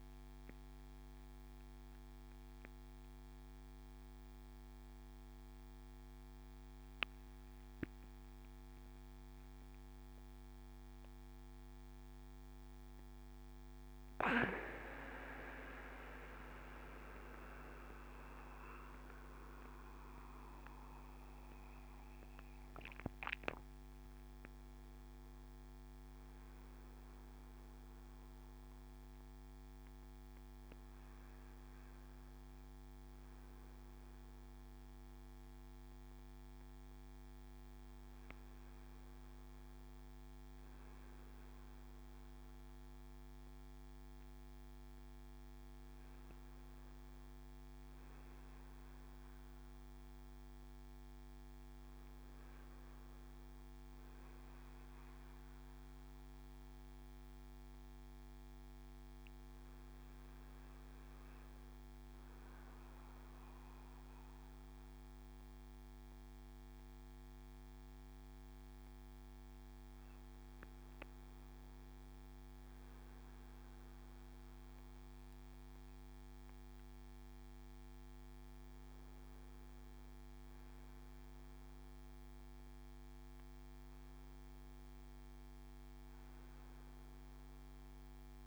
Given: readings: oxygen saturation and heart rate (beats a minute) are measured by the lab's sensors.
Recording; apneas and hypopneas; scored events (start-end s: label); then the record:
breathing in sleep by a microphone on the trachea; none
3.00-88.47 s: new sleep stage, N2 (light sleep)
56.00-84.00 s: oxygen desaturation (device-marked, oxygen 97% before, 90% lowest, heart rate 83 before, 82 extreme)
From the record:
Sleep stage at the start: N1 (lightest sleep); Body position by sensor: on the back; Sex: male